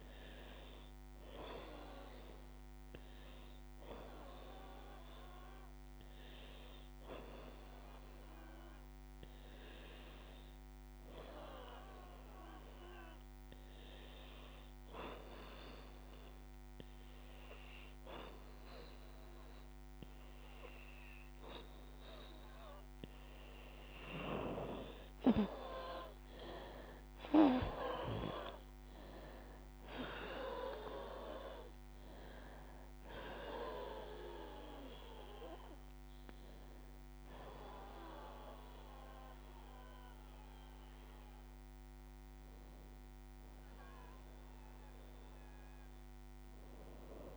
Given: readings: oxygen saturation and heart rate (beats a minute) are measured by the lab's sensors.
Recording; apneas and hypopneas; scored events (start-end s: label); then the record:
breathing in sleep by a microphone on the trachea; 2
0.00-11.00 s: oxygen desaturation (device-marked, oxygen 89% lowest, heart rate 72 extreme)
10.50-22.50 s: hypopnea (oxygen 93% before, 85% lowest, heart rate 81 before, 72 extreme, up 16 after)
17.00-24.00 s: oxygen desaturation (device-marked, oxygen 92% before, 89% lowest, heart rate 81 before, 72 extreme)
23.50-27.50 s: arousal
25.00-37.00 s: drop in pulse transit time (device-marked, heart rate 78 before, 73 extreme)
26.00-45.00 s: oxygen desaturation (device-marked, oxygen 91% before, 85% lowest, heart rate 78 before, 70 extreme)
30.50-41.50 s: hypopnea (oxygen 92% before, 85% lowest, heart rate 78 before, 71 extreme)
45.50-47.36 s: arousal
From the record:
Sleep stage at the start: N1 (lightest sleep); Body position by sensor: on the back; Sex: female